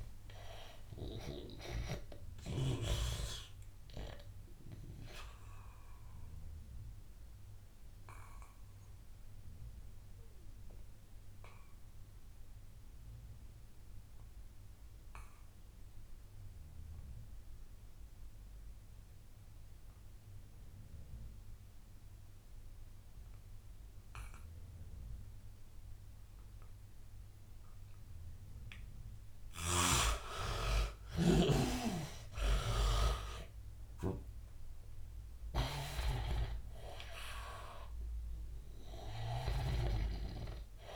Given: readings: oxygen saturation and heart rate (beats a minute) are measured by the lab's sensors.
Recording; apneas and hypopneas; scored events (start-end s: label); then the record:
breathing in sleep by a room microphone; 1
0.00-12.00 s: oxygen desaturation (device-marked, oxygen 82% lowest, heart rate 79 extreme)
2.00-28.50 s: obstructive apnea (oxygen 99% before, 82% lowest, heart rate 90 before, 79 extreme, up 12 after)
24.00-40.96 s: oxygen desaturation (device-marked, oxygen 99% before, 83% lowest, heart rate 91 before, 82 extreme)
32.50-36.00 s: arousal
39.50-40.96 s: snoring (device-marked)
From the record:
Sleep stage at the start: N2 (light sleep); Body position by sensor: on the back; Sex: male